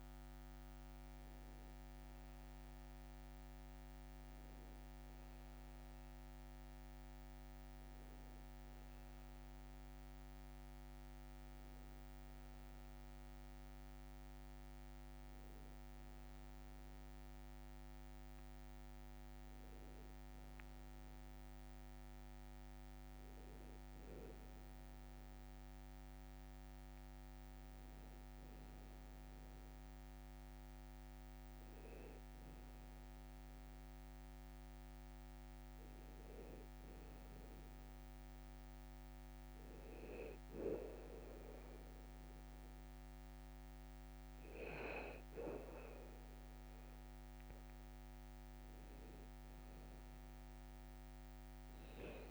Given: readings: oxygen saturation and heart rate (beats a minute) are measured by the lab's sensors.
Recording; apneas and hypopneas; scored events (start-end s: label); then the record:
breathing in sleep, hard to hear, by a microphone on the trachea; none
2.00-52.31 s: new sleep stage, N2 (light sleep)
35.50-37.50 s: long interval between heartbeats (device-marked, heart rate 57 before, 62 extreme)
From the record:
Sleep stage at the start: N1 (lightest sleep); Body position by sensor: on the back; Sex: male